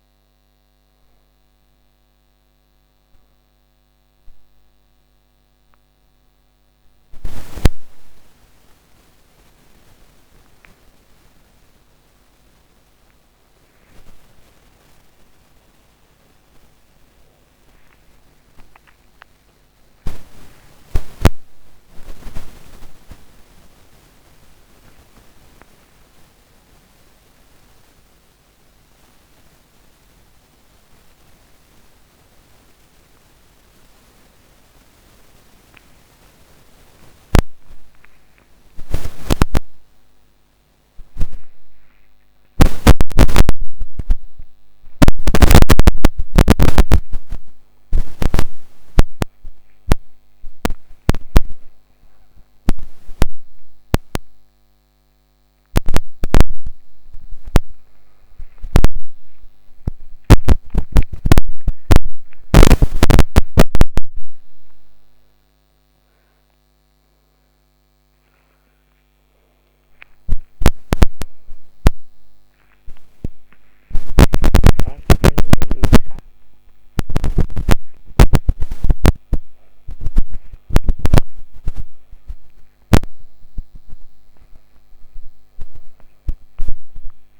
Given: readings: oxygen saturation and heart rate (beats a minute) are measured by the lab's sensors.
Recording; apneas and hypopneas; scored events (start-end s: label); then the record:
a person awake in a sleep study, by a microphone on the trachea; none
74.00-85.00 s: oxygen desaturation (device-marked, oxygen 97% before, 93% lowest)
From the record:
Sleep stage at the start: awake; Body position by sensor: upright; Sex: female